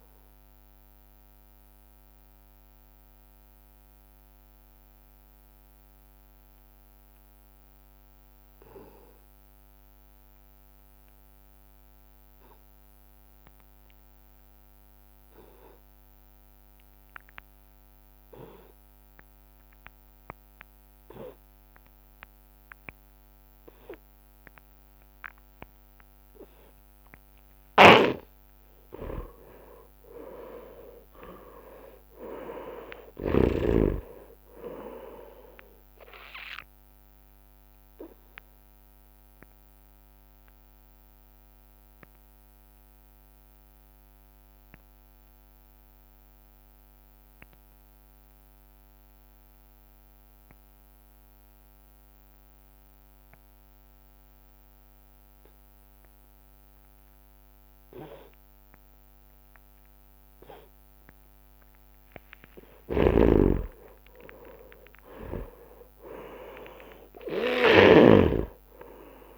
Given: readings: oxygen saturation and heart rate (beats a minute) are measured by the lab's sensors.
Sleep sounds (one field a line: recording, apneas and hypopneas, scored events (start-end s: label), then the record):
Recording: breathing in sleep by a microphone on the trachea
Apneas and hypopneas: 2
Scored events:
1.50-28.50 s: mixed apnea (oxygen 97% before, 85% lowest)
7.00-15.00 s: oxygen desaturation (device-marked, oxygen 93% before, 88% lowest)
23.00-43.00 s: oxygen desaturation (device-marked, oxygen 99% before, 93% lowest)
28.00-34.00 s: snoring (device-marked)
30.50-34.50 s: arousal
37.50-60.50 s: obstructive apnea (oxygen 99% before, 85% lowest)
48.00-56.00 s: oxygen desaturation (device-marked, oxygen 95% before, 85% lowest)
54.00-58.00 s: drop in pulse transit time (device-marked)
63.00-67.50 s: arousal
63.00-68.50 s: snoring (device-marked)
63.50-65.50 s: long interval between heartbeats (device-marked)
66.00-69.38 s: oxygen desaturation (device-marked, oxygen 98% before, 90% lowest)
From the record:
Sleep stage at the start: N2 (light sleep)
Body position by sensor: on the right side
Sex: male